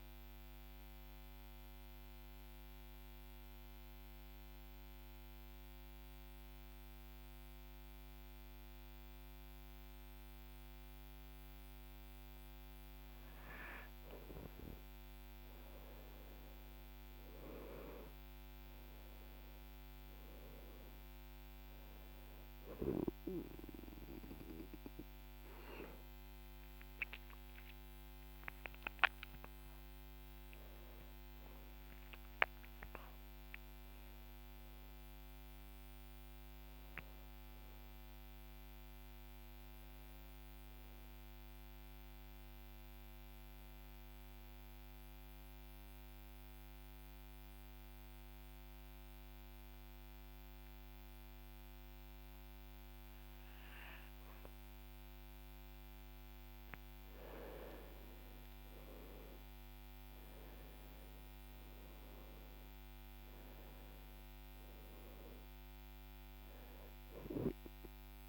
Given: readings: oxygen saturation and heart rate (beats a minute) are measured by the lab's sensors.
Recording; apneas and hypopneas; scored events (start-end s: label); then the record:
breathing in sleep by a microphone on the trachea; 2
1.00-13.00 s: central apnea (oxygen 97% before, 94% lowest, heart rate 59 before, 49 extreme, up 17 after)
15.50-19.00 s: arousal
37.50-41.50 s: arousal
44.50-56.00 s: mixed apnea (oxygen 97% before, 90% lowest, heart rate 66 before, 48 extreme, up 11 after)
59.00-62.50 s: arousal
From the record:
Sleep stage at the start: N2 (light sleep); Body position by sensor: on the back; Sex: male